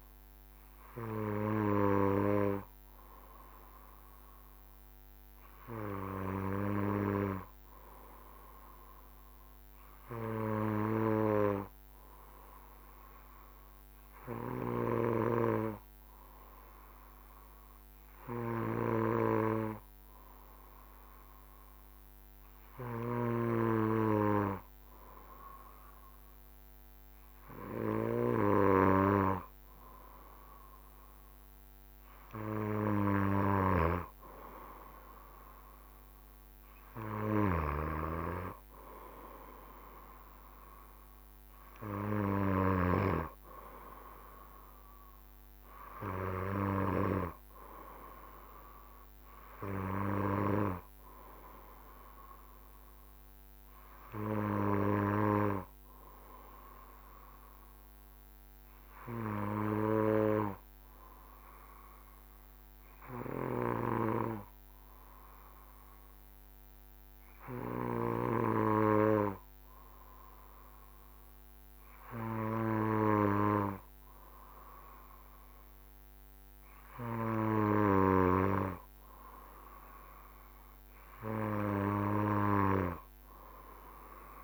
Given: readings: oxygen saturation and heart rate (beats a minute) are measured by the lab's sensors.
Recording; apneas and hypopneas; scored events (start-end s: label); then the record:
breathing in sleep by a microphone on the trachea; 2
0.00-3.50 s: arousal
9.00-28.50 s: obstructive apnea (oxygen 95% before, 94% lowest, heart rate 69 before, 67 extreme, up 1 after)
32.00-36.00 s: arousal
58.00-74.00 s: obstructive apnea (oxygen 96% before, 94% lowest, heart rate 69 before, 68 extreme, up 1 after)
From the record:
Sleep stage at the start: N2 (light sleep); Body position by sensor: on the back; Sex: male